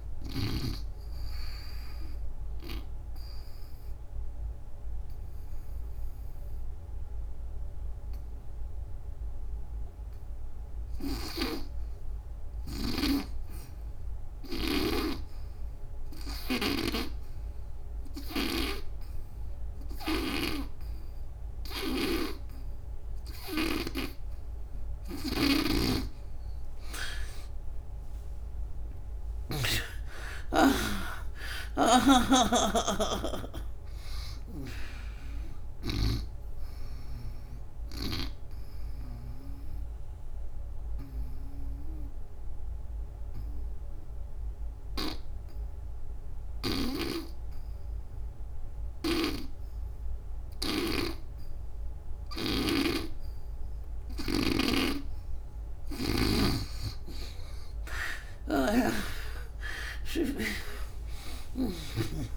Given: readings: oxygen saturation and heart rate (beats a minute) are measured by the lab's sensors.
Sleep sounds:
breathing in sleep by a room microphone; 2
0.00-12.00 s: oxygen desaturation (device-marked, oxygen 78% lowest, heart rate 71 extreme)
0.50-24.50 s: obstructive apnea (oxygen 97% before, 76% lowest, heart rate 77 before, 71 extreme, up 35 after)
24.00-48.00 s: oxygen desaturation (device-marked, oxygen 96% before, 76% lowest, heart rate 85 before, 71 extreme)
25.00-39.00 s: snoring (device-marked)
27.00-30.50 s: arousal
38.50-55.00 s: obstructive apnea (oxygen 97% before, 76% lowest, heart rate 90 before, 66 extreme, up 35 after)
52.00-62.36 s: snoring (device-marked)
57.50-61.50 s: arousal
From the record:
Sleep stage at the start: N2 (light sleep); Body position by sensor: on the back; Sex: female

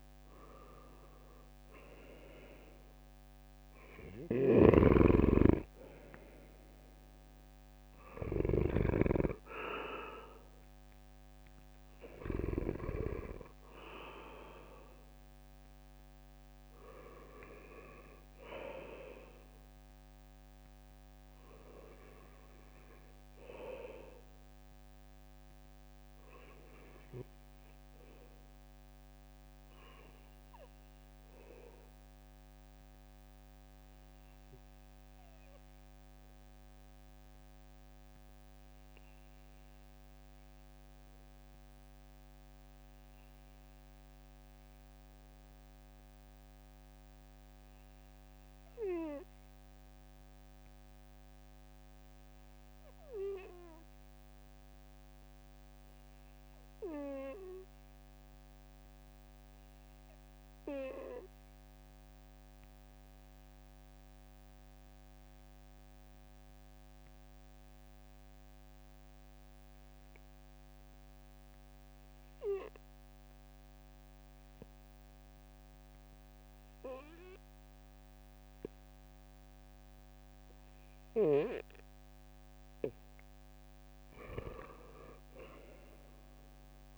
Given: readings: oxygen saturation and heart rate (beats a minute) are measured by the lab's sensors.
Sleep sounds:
breathing in sleep by a microphone on the trachea; 1
0.00-2.00 s: arousal
3.50-8.50 s: snoring (device-marked)
34.00-80.50 s: obstructive apnea (oxygen 96% before, 91% lowest, heart rate 63 before, 64 extreme, up 8 after)
84.00-86.98 s: arousal
From the record:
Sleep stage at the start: N2 (light sleep); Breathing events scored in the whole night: 215 in 4.7 hours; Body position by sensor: on the right side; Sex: male

